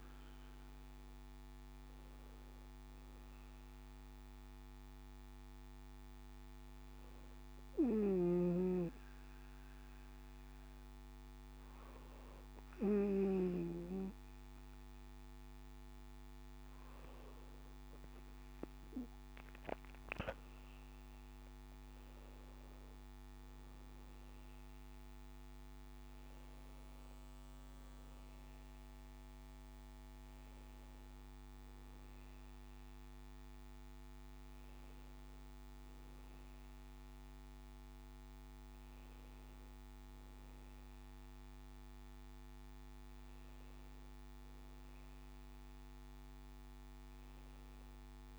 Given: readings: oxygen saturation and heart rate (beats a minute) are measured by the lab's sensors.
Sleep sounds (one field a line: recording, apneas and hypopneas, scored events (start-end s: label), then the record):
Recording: breathing in sleep by a microphone on the trachea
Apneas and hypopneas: none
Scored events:
1.00-48.39 s: new sleep stage, N2 (light sleep)
From the record:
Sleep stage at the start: N1 (lightest sleep)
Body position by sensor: on the back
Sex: male